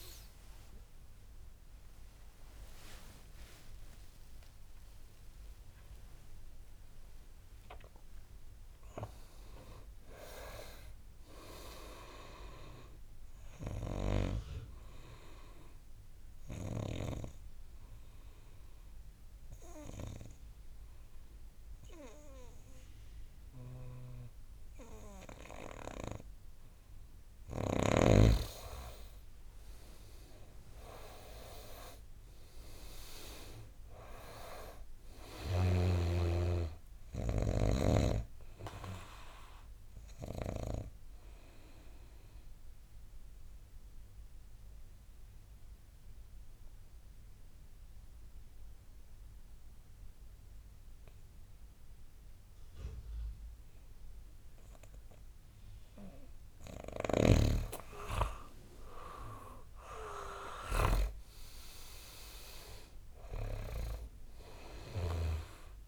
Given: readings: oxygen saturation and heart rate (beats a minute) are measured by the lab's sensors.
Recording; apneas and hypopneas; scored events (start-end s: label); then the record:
breathing in sleep by a room microphone; 2
1.00-7.00 s: tachycardia (device-marked, heart rate 43 before, 104 extreme)
2.50-7.00 s: arousal
16.00-27.50 s: obstructive apnea (oxygen 99% before, 89% lowest, heart rate 92 before, 53 extreme, up 24 after)
29.50-33.00 s: arousal
37.00-56.00 s: oxygen desaturation (device-marked, oxygen 98% before, 89% lowest, heart rate 62 before, 59 extreme)
40.00-56.50 s: obstructive apnea (oxygen 98% before, 88% lowest, heart rate 64 before, 59 extreme, up 17 after)
60.00-63.50 s: arousal
63.00-65.88 s: oxygen desaturation (device-marked, oxygen 99% before, 89% lowest, heart rate 68 before, 54 extreme)
From the record:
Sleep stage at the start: N2 (light sleep); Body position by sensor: on the back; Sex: male